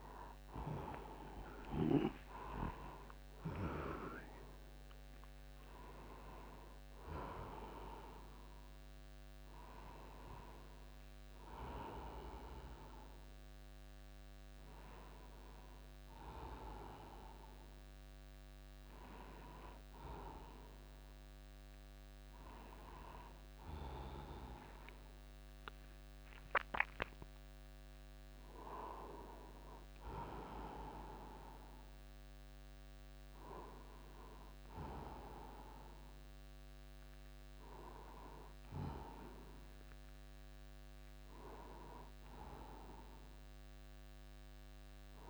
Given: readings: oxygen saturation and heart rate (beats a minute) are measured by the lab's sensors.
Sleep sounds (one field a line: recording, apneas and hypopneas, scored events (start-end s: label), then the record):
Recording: a person awake in a sleep study, by a microphone on the trachea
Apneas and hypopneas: none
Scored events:
0.00-2.00 s: long interval between heartbeats (device-marked)
From the record:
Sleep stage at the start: awake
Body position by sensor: upright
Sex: male